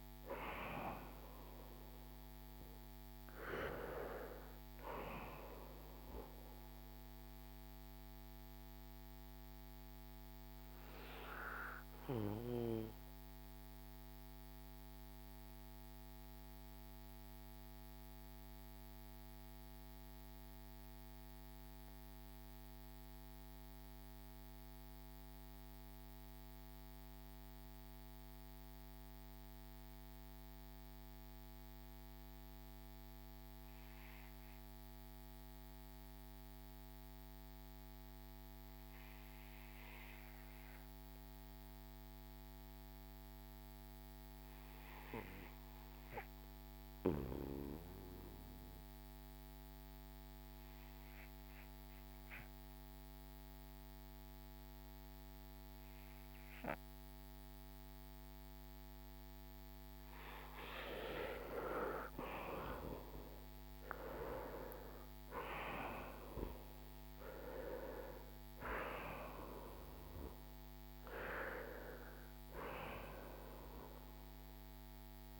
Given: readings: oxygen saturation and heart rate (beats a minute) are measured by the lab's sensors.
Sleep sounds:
breathing in sleep by a microphone on the trachea; 1
0.00-34.50 s: oxygen desaturation (device-marked, oxygen 76% lowest, heart rate 47 extreme)
6.00-60.00 s: obstructive apnea (oxygen 93% before, 76% lowest, heart rate 63 before, 47 extreme, up 5 after)
48.50-75.40 s: oxygen desaturation (device-marked, oxygen 98% before, 80% lowest, heart rate 53 before, 47 extreme)
61.00-66.00 s: arousal
From the record:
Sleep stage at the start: N2 (light sleep); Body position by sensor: on the back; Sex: male

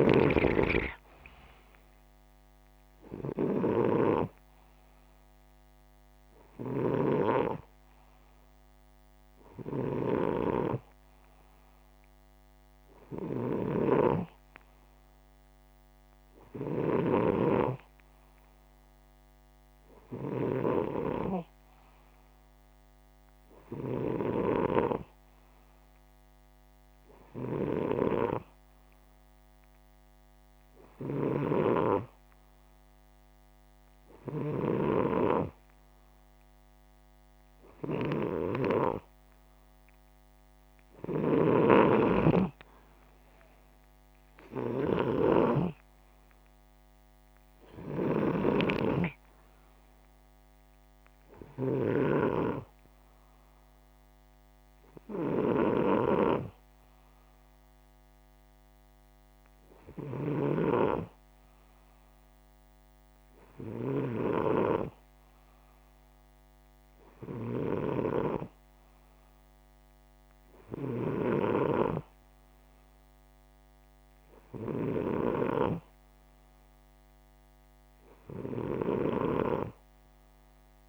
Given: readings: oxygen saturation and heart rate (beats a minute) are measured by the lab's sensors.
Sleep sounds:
breathing in sleep by a microphone on the trachea; none
0.00-16.50 s: snoring (device-marked)
30.50-34.50 s: snoring (device-marked)
40.50-51.50 s: snoring (device-marked)
67.00-71.00 s: snoring (device-marked)
73.00-79.00 s: oxygen desaturation (device-marked, oxygen 97% before, 94% lowest, heart rate 64 before, 61 extreme)
From the record:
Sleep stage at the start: N2 (light sleep); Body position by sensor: upright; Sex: male

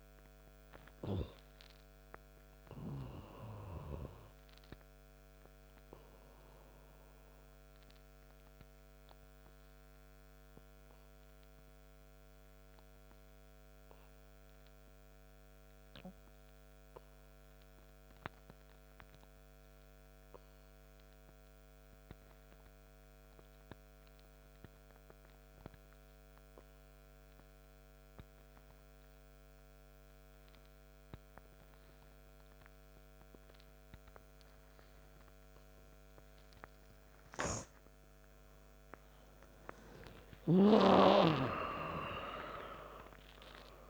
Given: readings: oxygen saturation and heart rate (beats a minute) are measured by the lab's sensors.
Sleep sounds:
breathing in sleep by a microphone on the trachea; 1
6.00-36.50 s: obstructive apnea (oxygen 98% before, 88% lowest, heart rate 70 before, 57 extreme, up 10 after)
10.00-27.00 s: oxygen desaturation (device-marked, oxygen 98% before, 89% lowest, heart rate 72 before, 57 extreme)
39.00-43.90 s: arousal
From the record:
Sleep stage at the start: N2 (light sleep); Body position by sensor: on the right side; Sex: male

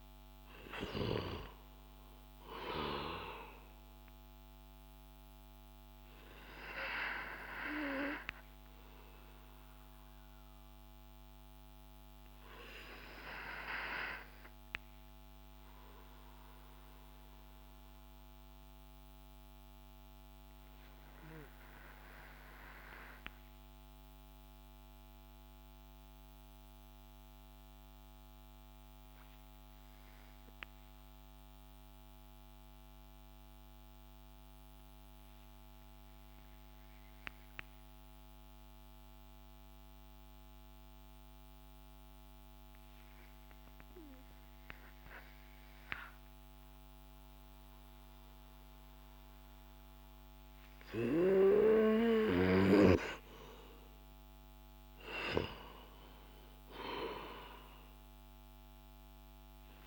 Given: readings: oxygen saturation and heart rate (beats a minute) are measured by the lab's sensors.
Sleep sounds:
breathing in sleep by a microphone on the trachea; 1
0.00-1.00 s: arousal
5.00-53.00 s: obstructive apnea (oxygen 98% before, 90% lowest)
54.50-58.50 s: arousal
From the record:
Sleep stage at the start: N2 (light sleep); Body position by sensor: on the back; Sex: male

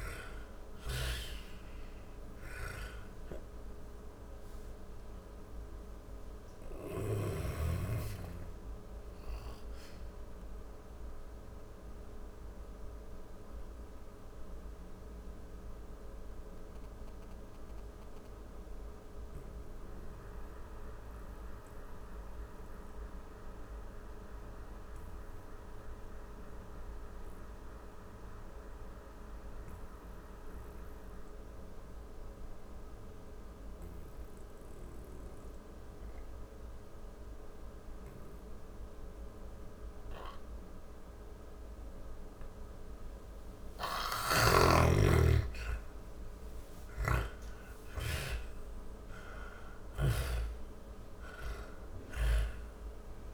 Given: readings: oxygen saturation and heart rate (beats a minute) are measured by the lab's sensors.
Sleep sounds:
breathing in sleep by a room microphone; 1
0.00-5.00 s: snoring (device-marked)
0.00-18.00 s: oxygen desaturation (device-marked, oxygen 86% lowest, heart rate 39 extreme)
6.00-44.50 s: hypopnea (oxygen 98% before, 86% lowest, heart rate 64 before, 39 extreme)
37.00-53.34 s: oxygen desaturation (device-marked, oxygen 98% before, 87% lowest, heart rate 46 before, 38 extreme)
45.00-49.00 s: arousal
45.00-53.34 s: snoring (device-marked)
From the record:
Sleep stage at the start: N2 (light sleep); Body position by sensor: on the back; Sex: female

